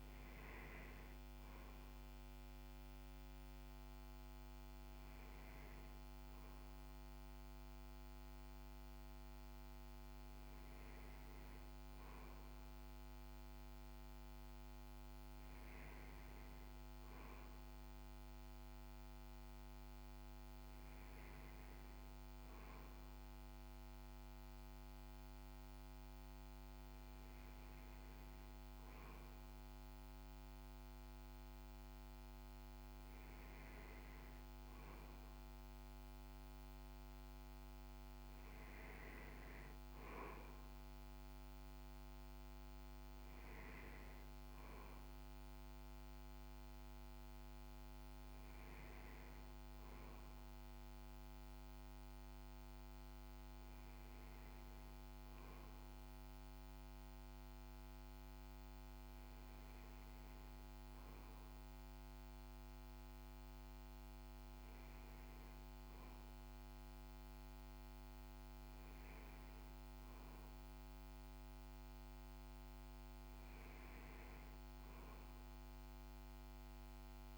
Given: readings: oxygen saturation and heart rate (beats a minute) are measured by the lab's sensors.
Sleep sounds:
breathing in sleep, hard to hear, by a microphone on the trachea; none
none scored
From the record:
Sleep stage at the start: N2 (light sleep); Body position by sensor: on the back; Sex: male

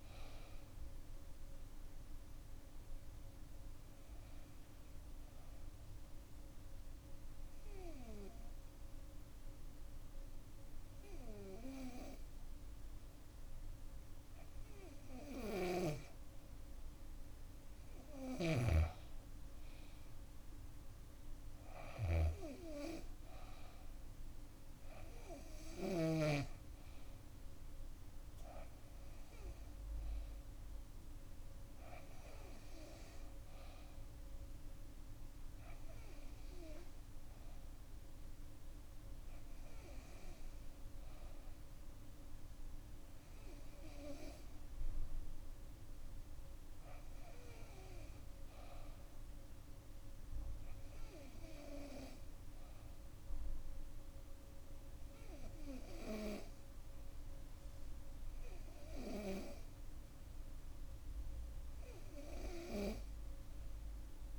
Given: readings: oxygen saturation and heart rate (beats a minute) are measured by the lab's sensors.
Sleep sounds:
breathing in sleep by a room microphone; 1
2.50-13.50 s: bradycardia (device-marked, heart rate 65 before, 54 extreme)
4.00-16.00 s: obstructive apnea (oxygen 97% before, 95% lowest, heart rate 62 before, 54 extreme, up 12 after)
15.00-18.50 s: snoring (device-marked)
18.00-22.00 s: arousal
55.50-60.50 s: arousal
From the record:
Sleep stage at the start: N2 (light sleep); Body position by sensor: on the back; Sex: female

